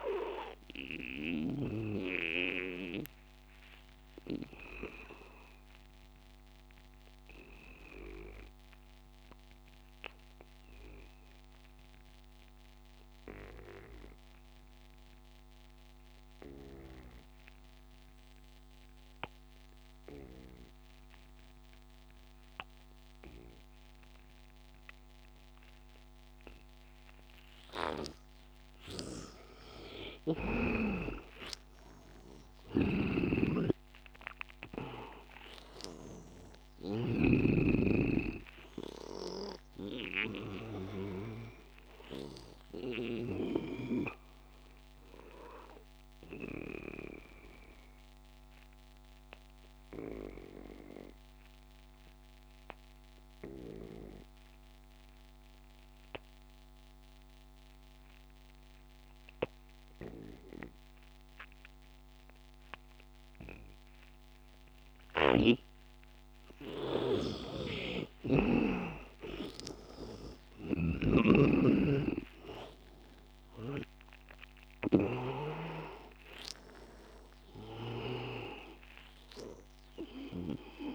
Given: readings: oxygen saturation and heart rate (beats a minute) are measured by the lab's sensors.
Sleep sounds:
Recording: breathing in sleep by a microphone on the trachea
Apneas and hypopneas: 2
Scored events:
0.00-2.00 s: snoring (device-marked)
0.00-9.00 s: oxygen desaturation (device-marked, oxygen 81% lowest, heart rate 78 extreme)
1.00-27.00 s: obstructive apnea (oxygen 98% before, 79% lowest, heart rate 88 before, 78 extreme, up 14 after)
23.00-52.00 s: oxygen desaturation (device-marked, oxygen 98% before, 79% lowest, heart rate 88 before, 80 extreme)
29.00-42.50 s: snoring (device-marked)
30.00-34.00 s: arousal
43.50-66.00 s: obstructive apnea (oxygen 98% before, 79% lowest, heart rate 88 before, 80 extreme, up 13 after)
66.00-80.95 s: oxygen desaturation (device-marked, oxygen 99% before, 80% lowest, heart rate 85 before, 90 extreme)
68.50-72.00 s: arousal
70.00-75.50 s: snoring (device-marked)
From the record:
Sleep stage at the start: N2 (light sleep)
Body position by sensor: on the back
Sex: male

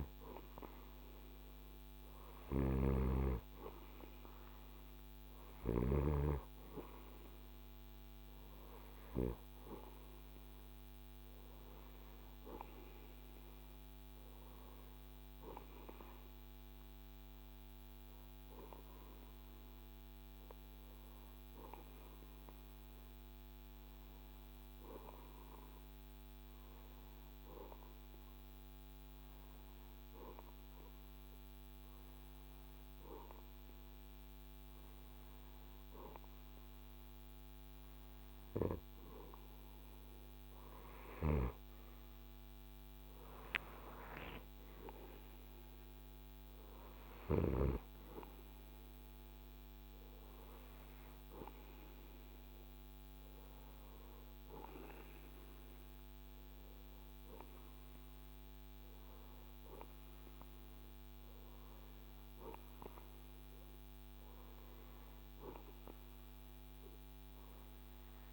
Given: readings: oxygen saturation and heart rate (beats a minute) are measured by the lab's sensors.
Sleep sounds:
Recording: breathing in sleep by a microphone on the trachea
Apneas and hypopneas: 1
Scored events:
2.00-5.50 s: snoring (device-marked)
17.00-35.50 s: hypopnea (oxygen 96% before, 95% lowest, heart rate 75 before, 62 extreme, up 13 after)
38.00-42.00 s: arousal
From the record:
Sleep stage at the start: REM sleep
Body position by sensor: on the right side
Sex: male

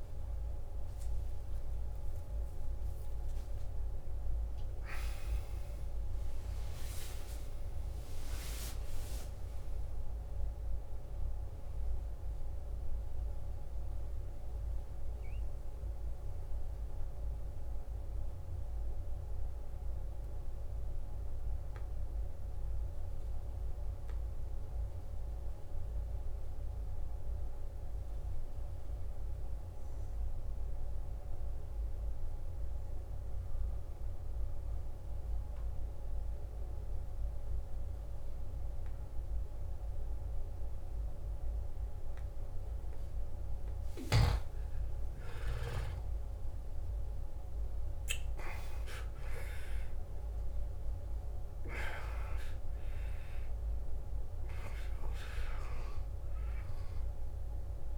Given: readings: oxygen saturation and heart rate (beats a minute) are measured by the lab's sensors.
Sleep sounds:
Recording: breathing in sleep by a room microphone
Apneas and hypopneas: 1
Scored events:
0.00-8.00 s: oxygen desaturation (device-marked, oxygen 90% lowest, heart rate 51 extreme)
10.00-26.00 s: oxygen desaturation (device-marked, oxygen 93% before, 89% lowest, heart rate 65 before, 51 extreme)
16.00-44.50 s: mixed apnea (oxygen 96% before, 89% lowest, heart rate 68 before, 51 extreme, up 15 after)
41.00-57.98 s: oxygen desaturation (device-marked, oxygen 98% before, 89% lowest, heart rate 53 before, 51 extreme)
45.00-50.00 s: arousal
From the record:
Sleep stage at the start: N2 (light sleep)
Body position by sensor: on the back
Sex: male

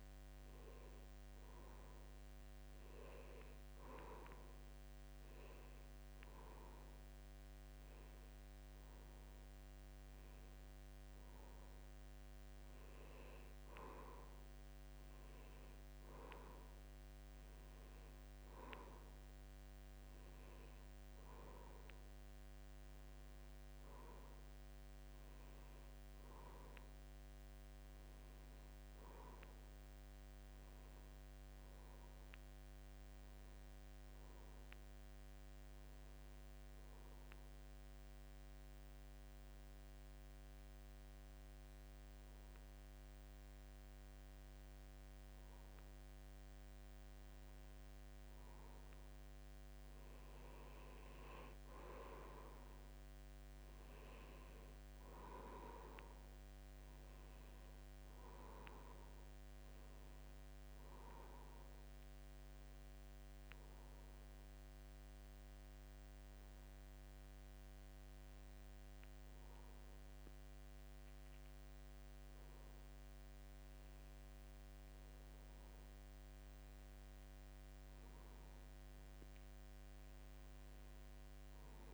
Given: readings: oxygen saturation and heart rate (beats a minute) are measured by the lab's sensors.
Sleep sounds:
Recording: breathing in sleep by a microphone on the trachea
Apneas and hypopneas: 2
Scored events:
37.00-47.00 s: obstructive apnea (oxygen 93% before, 90% lowest, heart rate 76 before, 74 extreme, up 3 after)
50.00-54.00 s: arousal
62.00-73.00 s: obstructive apnea (oxygen 93% before, 90% lowest, heart rate 76 before, 75 extreme, up 3 after)
76.50-80.00 s: arousal
From the record:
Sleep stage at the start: N2 (light sleep)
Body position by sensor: on the back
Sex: male

